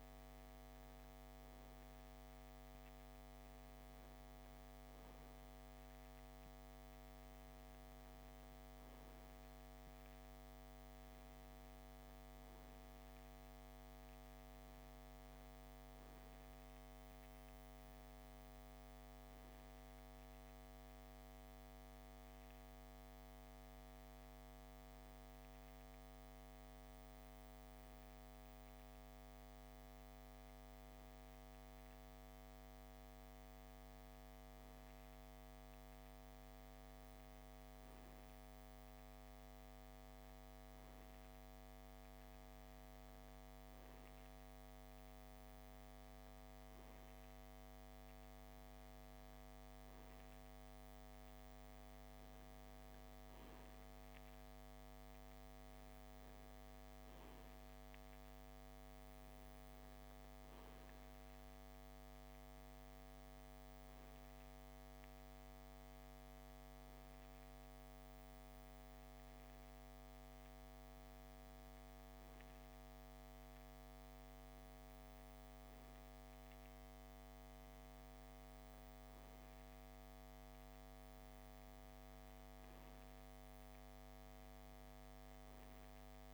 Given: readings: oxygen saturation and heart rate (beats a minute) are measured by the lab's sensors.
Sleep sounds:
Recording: breathing in sleep, hard to hear, by a microphone on the trachea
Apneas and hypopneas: 2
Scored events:
19.50-36.00 s: hypopnea (oxygen 95% before, 93% lowest)
38.50-42.50 s: arousal
62.50-77.00 s: hypopnea (oxygen 95% before, 93% lowest)
79.50-83.50 s: arousal
From the record:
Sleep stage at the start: N2 (light sleep)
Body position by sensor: on the left side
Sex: male

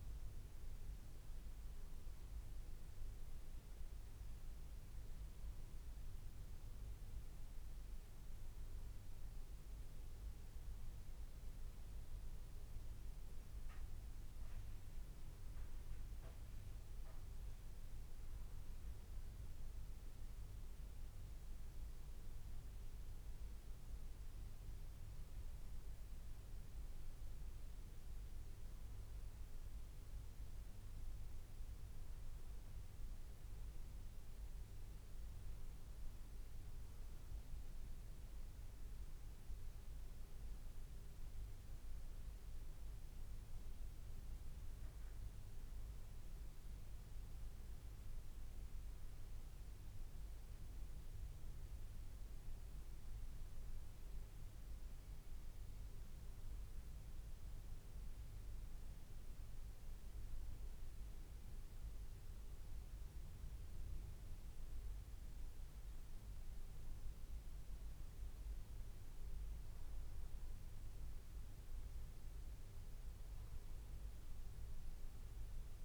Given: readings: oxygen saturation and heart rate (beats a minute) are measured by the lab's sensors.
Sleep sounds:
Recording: breathing in sleep, hard to hear, by a room microphone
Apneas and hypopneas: none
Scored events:
none scored
From the record:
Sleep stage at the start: N2 (light sleep)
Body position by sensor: on the back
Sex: male

